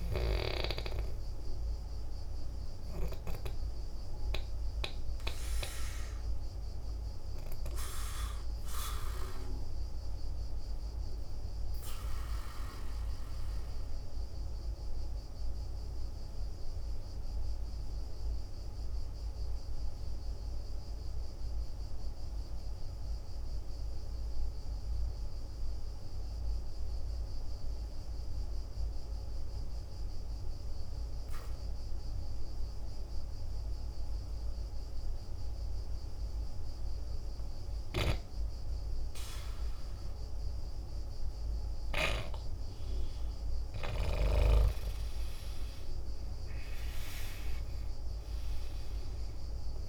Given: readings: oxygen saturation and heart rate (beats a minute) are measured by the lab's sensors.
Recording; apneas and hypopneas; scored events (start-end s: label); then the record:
breathing in sleep by a room microphone; 1
0.00-18.00 s: oxygen desaturation (device-marked, oxygen 83% lowest, heart rate 48 extreme)
6.00-38.00 s: obstructive apnea (oxygen 98% before, 83% lowest, heart rate 57 before, 49 extreme, up 3 after)
36.00-49.89 s: oxygen desaturation (device-marked, oxygen 99% before, 86% lowest, heart rate 52 before, 48 extreme)
41.00-45.50 s: arousal
From the record:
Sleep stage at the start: N2 (light sleep); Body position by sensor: on the back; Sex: male